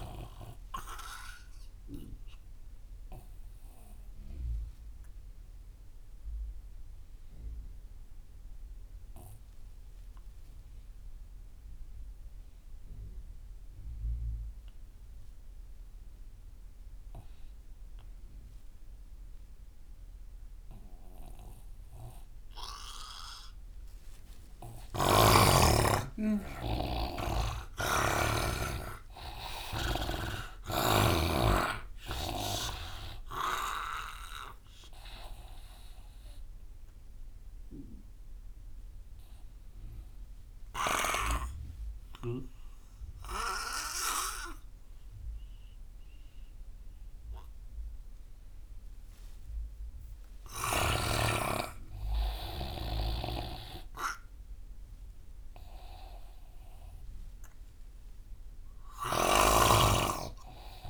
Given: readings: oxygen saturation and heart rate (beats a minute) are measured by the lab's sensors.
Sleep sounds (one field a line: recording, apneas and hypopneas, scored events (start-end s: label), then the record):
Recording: breathing in sleep by a room microphone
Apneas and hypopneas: 2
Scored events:
0.00-13.50 s: oxygen desaturation (device-marked, oxygen 82% lowest)
1.00-25.00 s: obstructive apnea (oxygen 99% before, 82% lowest)
25.00-31.50 s: snoring (device-marked)
25.50-28.50 s: arousal
28.50-49.50 s: oxygen desaturation (device-marked, oxygen 99% before, 89% lowest)
35.50-50.00 s: obstructive apnea (oxygen 99% before, 89% lowest)
50.00-53.00 s: arousal
59.50-60.90 s: oxygen desaturation (device-marked, oxygen 99% before, 93% lowest)
From the record:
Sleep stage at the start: N2 (light sleep)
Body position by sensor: on the right side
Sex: male